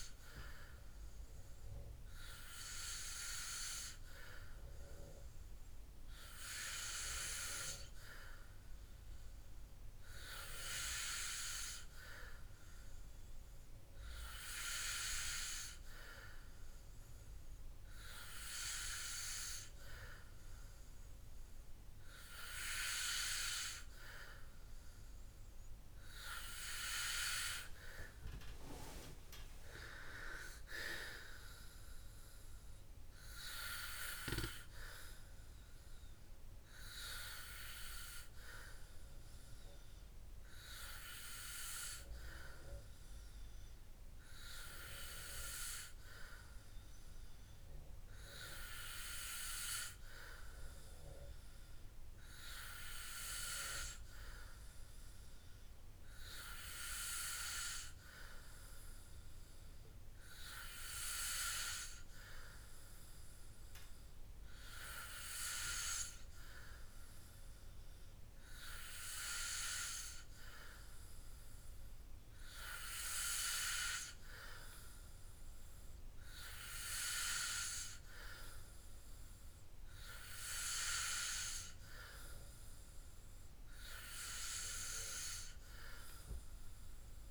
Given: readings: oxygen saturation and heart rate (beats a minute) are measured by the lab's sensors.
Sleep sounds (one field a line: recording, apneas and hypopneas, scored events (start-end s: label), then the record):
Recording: breathing in sleep by a room microphone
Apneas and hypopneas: none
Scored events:
83.50-87.31 s: new sleep stage, N2 (light sleep)
From the record:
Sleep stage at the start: N3 (deep sleep)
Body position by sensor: on the back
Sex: male